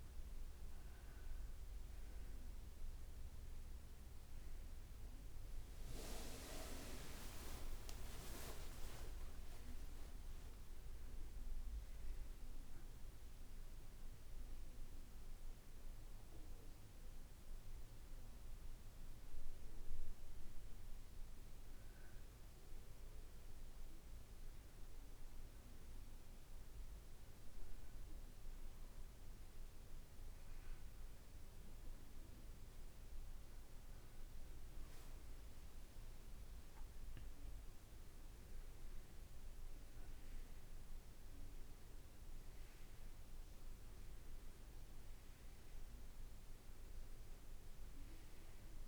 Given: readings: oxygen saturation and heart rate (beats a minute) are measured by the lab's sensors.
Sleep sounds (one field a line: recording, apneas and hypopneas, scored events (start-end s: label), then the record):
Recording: breathing in sleep by a room microphone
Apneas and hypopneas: 1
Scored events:
9.00-13.50 s: arousal
9.50-11.50 s: long interval between heartbeats (device-marked, heart rate 58 before, 69 extreme)
24.00-35.00 s: hypopnea (oxygen 93% before, 91% lowest, heart rate 64 before, 57 extreme, up 3 after)
36.00-40.50 s: arousal
37.00-48.88 s: drop in pulse transit time (device-marked, heart rate 58 before, 58 extreme)
From the record:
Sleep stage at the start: N2 (light sleep)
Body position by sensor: on the back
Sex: male